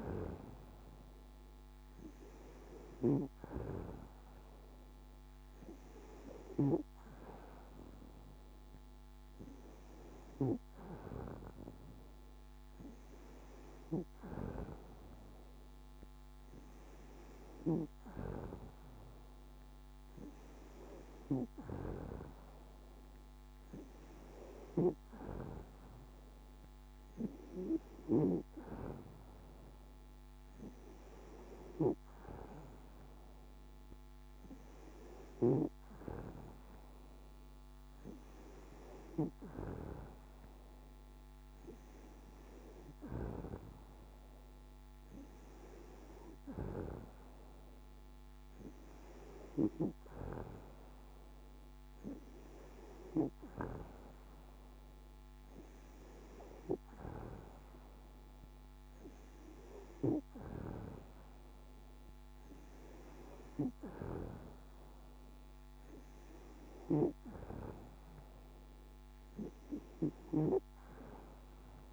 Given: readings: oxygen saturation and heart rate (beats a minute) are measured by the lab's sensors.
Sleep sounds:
breathing in sleep by a microphone on the trachea; none
none scored
From the record:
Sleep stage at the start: N2 (light sleep); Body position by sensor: on the back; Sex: female

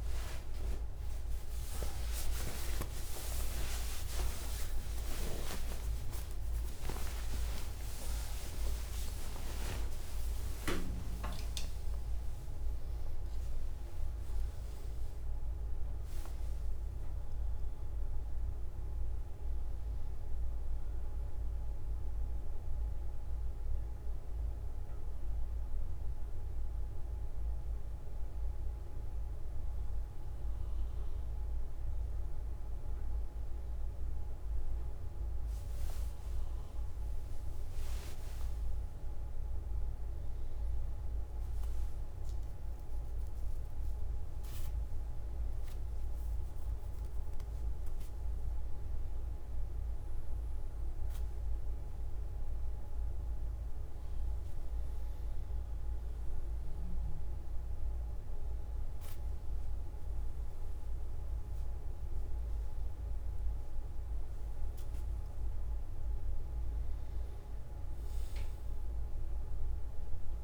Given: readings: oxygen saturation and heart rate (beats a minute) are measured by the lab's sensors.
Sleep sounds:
breathing in sleep by a room microphone; none
7.00-13.00 s: oxygen desaturation (device-marked, oxygen 95% before, 92% lowest)
From the record:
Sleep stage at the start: N3 (deep sleep); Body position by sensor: on the back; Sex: male

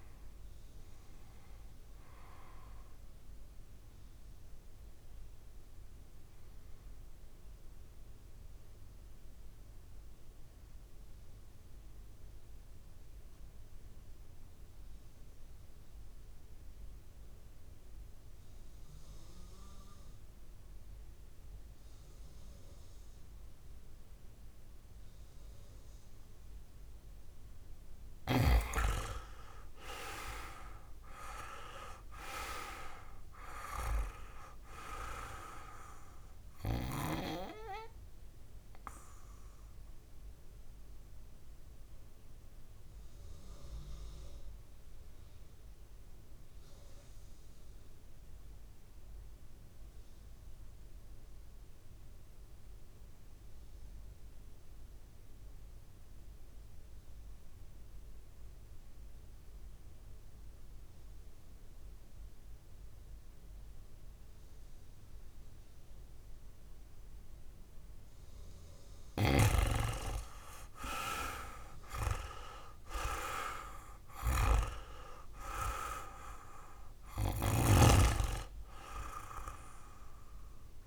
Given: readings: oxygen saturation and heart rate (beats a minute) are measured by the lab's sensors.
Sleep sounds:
breathing in sleep by a room microphone; 2
10.00-26.50 s: obstructive apnea (oxygen 99% before, 88% lowest, heart rate 67 before, 54 extreme, up 9 after)
24.50-53.50 s: oxygen desaturation (device-marked, oxygen 99% before, 89% lowest, heart rate 56 before, 54 extreme)
29.50-34.00 s: arousal
40.00-67.50 s: obstructive apnea (oxygen 99% before, 88% lowest, heart rate 62 before, 54 extreme, up 5 after)
70.50-80.87 s: oxygen desaturation (device-marked, oxygen 98% before, 88% lowest, heart rate 60 before, 56 extreme)
71.50-75.00 s: arousal
From the record:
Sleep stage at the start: N2 (light sleep); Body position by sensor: on the back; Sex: male

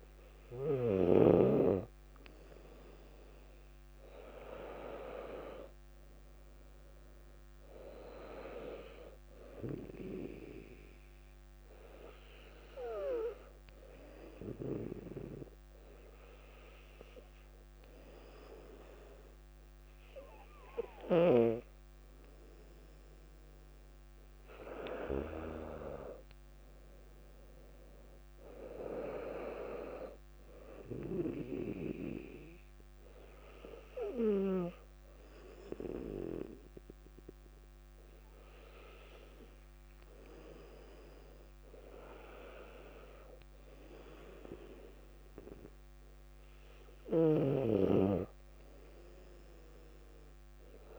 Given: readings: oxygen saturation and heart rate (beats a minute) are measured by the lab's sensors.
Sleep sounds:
breathing in sleep by a microphone on the trachea; 1
4.00-7.50 s: arousal
13.00-24.50 s: obstructive apnea (oxygen 99% before, 96% lowest, heart rate 60 before, 58 extreme, up 2 after)
From the record:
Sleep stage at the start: N2 (light sleep); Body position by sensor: on the back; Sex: female

